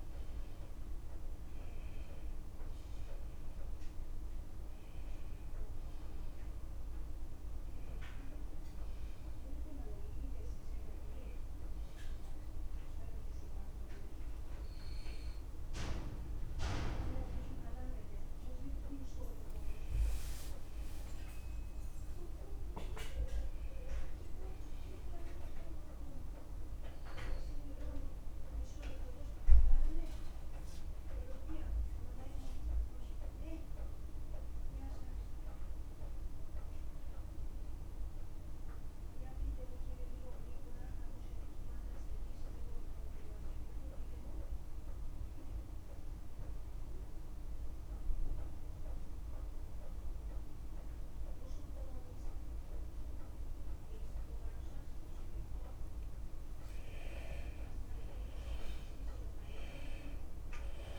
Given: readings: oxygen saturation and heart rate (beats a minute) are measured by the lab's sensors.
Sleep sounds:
breathing in sleep by a room microphone; 1
0.00-25.00 s: oxygen desaturation (device-marked, oxygen 83% lowest, heart rate 50 extreme)
30.50-56.50 s: mixed apnea (oxygen 98% before, 87% lowest, heart rate 56 before, 50 extreme, up 3 after)
50.00-60.99 s: oxygen desaturation (device-marked, oxygen 98% before, 87% lowest, heart rate 52 before, 51 extreme)
58.50-60.99 s: arousal
From the record:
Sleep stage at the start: N2 (light sleep); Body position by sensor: on the left side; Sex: male

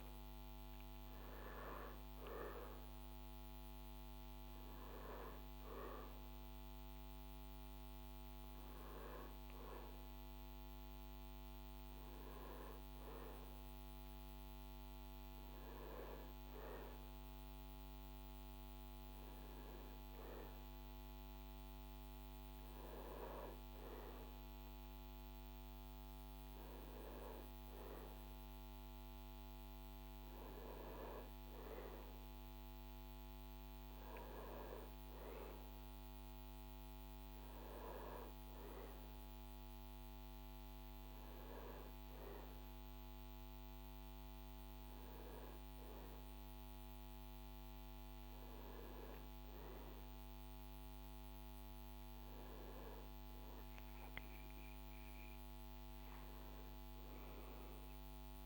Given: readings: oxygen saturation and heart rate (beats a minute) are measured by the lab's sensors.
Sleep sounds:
a person partly awake in a sleep study, by a microphone on the trachea; none
27.00-58.45 s: new sleep stage, N1 (lightest sleep)
From the record:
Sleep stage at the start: awake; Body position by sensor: on the back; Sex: male

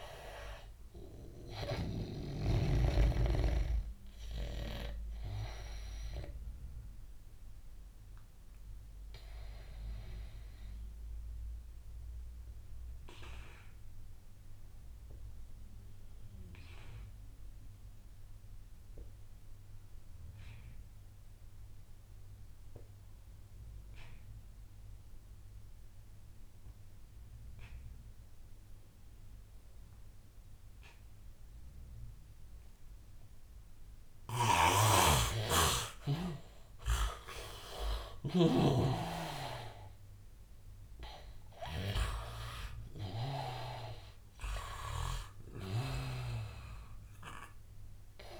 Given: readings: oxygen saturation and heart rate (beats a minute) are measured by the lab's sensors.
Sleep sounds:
breathing in sleep by a room microphone; 1
0.00-2.00 s: snoring (device-marked)
0.00-16.00 s: oxygen desaturation (device-marked, oxygen 83% lowest, heart rate 82 extreme)
7.00-34.50 s: obstructive apnea (oxygen 99% before, 82% lowest, heart rate 88 before, 82 extreme, up 10 after)
28.00-48.40 s: oxygen desaturation (device-marked, oxygen 99% before, 82% lowest, heart rate 87 before, 76 extreme)
34.00-43.50 s: snoring (device-marked)
37.50-41.00 s: arousal
From the record:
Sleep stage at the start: N2 (light sleep); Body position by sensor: on the back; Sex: male

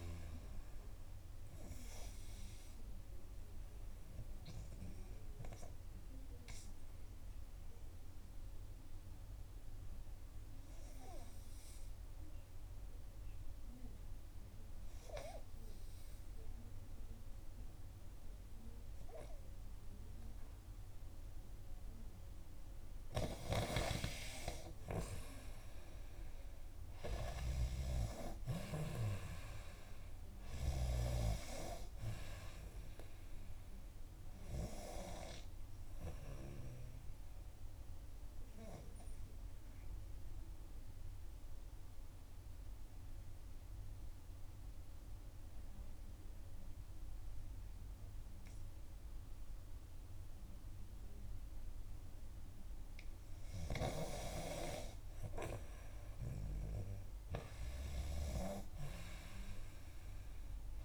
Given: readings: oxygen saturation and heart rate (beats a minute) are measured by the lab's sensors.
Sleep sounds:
breathing in sleep by a room microphone; 2
4.00-22.00 s: obstructive apnea (oxygen 93% before, 90% lowest, heart rate 62 before, 56 extreme, up 8 after)
10.50-12.50 s: long interval between heartbeats (device-marked, heart rate 61 before, 60 extreme)
24.00-50.00 s: oxygen desaturation (device-marked, oxygen 95% before, 90% lowest, heart rate 59 before, 58 extreme)
24.50-29.50 s: arousal
38.00-52.50 s: obstructive apnea (oxygen 95% before, 90% lowest, heart rate 63 before, 58 extreme, up 6 after)
55.50-60.85 s: arousal
From the record:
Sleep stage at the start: N2 (light sleep); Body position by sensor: on the back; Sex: female

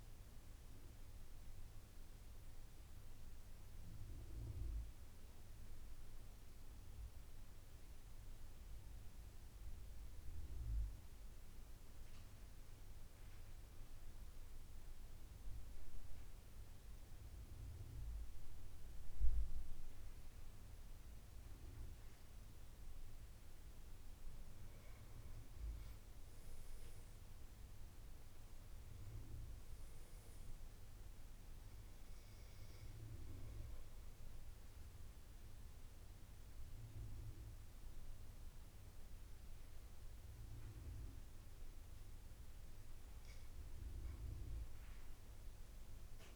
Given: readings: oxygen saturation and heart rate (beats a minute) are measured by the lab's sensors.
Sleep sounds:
breathing in sleep, hard to hear, by a room microphone; 1
0.00-9.50 s: oxygen desaturation (device-marked, oxygen 89% lowest, heart rate 68 extreme)
9.50-24.50 s: central apnea (oxygen 95% before, 86% lowest, heart rate 78 before, 69 extreme, up 15 after)
26.00-29.00 s: arousal
29.50-45.50 s: oxygen desaturation (device-marked, oxygen 95% before, 88% lowest, heart rate 76 before, 76 extreme)
From the record:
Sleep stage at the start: N2 (light sleep); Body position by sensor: on the back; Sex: male

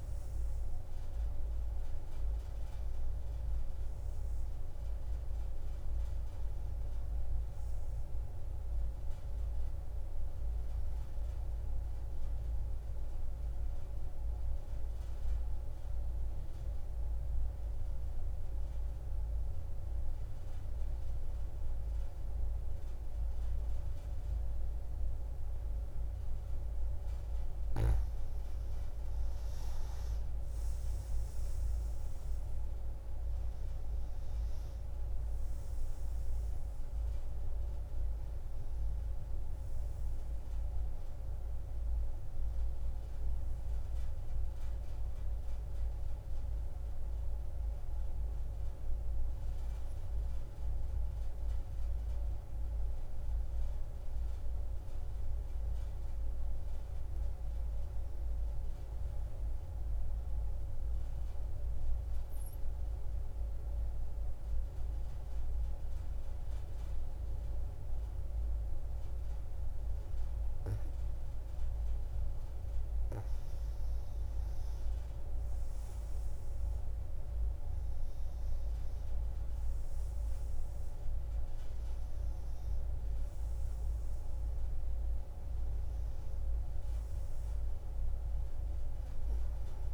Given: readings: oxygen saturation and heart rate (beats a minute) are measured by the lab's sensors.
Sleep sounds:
breathing in sleep, hard to hear, by a room microphone; 2
0.00-19.50 s: oxygen desaturation (device-marked, oxygen 88% lowest)
9.50-27.00 s: mixed apnea (oxygen 94% before, 89% lowest)
28.50-32.50 s: arousal
33.50-55.50 s: oxygen desaturation (device-marked, oxygen 97% before, 90% lowest)
61.00-72.00 s: obstructive apnea (oxygen 97% before, 87% lowest)
72.50-89.94 s: oxygen desaturation (device-marked, oxygen 97% before, 89% lowest)
75.50-79.50 s: arousal
From the record:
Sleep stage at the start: N2 (light sleep); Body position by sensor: on the back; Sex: female

